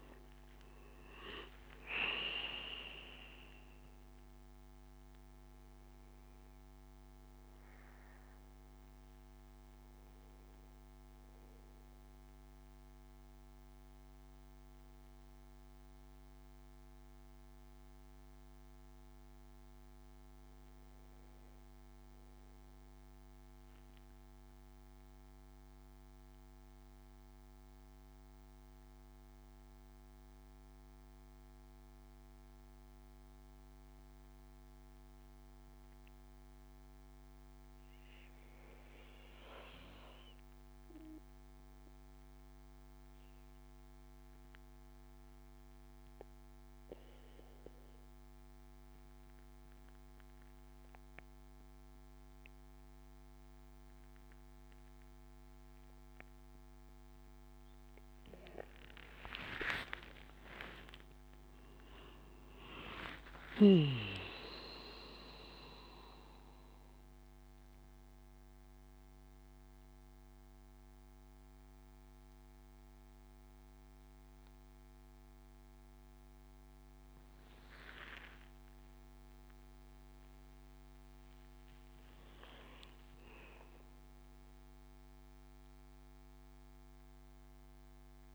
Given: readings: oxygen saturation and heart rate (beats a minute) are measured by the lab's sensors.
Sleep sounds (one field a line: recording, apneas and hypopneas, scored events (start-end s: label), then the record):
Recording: breathing in sleep by a microphone on the trachea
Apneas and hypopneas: 1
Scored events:
0.00-13.50 s: oxygen desaturation (device-marked, oxygen 90% lowest, heart rate 62 extreme)
22.00-56.00 s: mixed apnea (oxygen 94% before, 91% lowest, heart rate 68 before, 62 extreme, up 19 after)
43.50-88.35 s: oxygen desaturation (device-marked, oxygen 99% before, 91% lowest, heart rate 69 before, 64 extreme)
59.00-63.50 s: arousal
From the record:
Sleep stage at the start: N2 (light sleep)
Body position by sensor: on the back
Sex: male